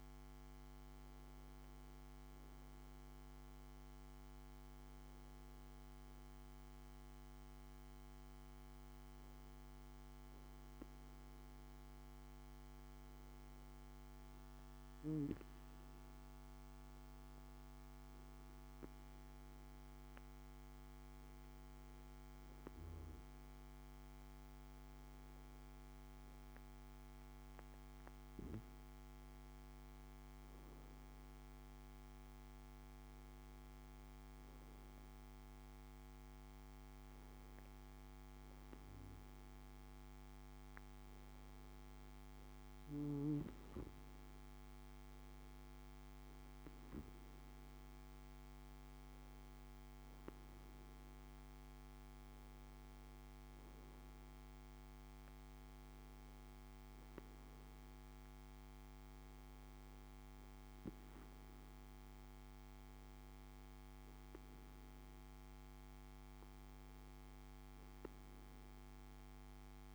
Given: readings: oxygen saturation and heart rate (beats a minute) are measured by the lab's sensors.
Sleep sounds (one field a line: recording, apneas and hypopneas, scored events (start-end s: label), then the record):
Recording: breathing in sleep, hard to hear, by a microphone on the trachea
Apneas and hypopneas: none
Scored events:
none scored
From the record:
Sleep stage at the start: N2 (light sleep)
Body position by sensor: on the back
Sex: male